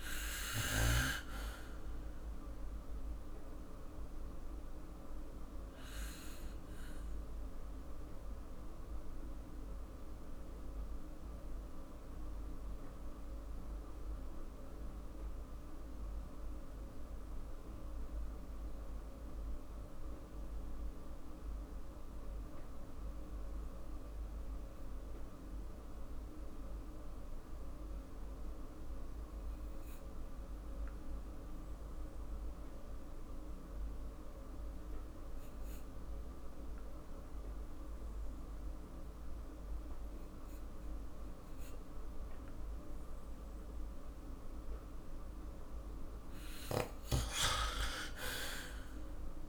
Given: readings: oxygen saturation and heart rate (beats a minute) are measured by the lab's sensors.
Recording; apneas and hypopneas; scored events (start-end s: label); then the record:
breathing in sleep by a room microphone; 1
0.00-26.00 s: oxygen desaturation (device-marked, oxygen 92% lowest, heart rate 43 extreme)
4.50-45.00 s: mixed apnea (oxygen 98% before, 92% lowest, heart rate 52 before, 43 extreme, up 7 after)
35.00-41.00 s: oxygen desaturation (device-marked, oxygen 97% before, 93% lowest, heart rate 47 before, 45 extreme)
48.00-49.49 s: arousal
From the record:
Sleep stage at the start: N2 (light sleep); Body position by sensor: on the back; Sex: male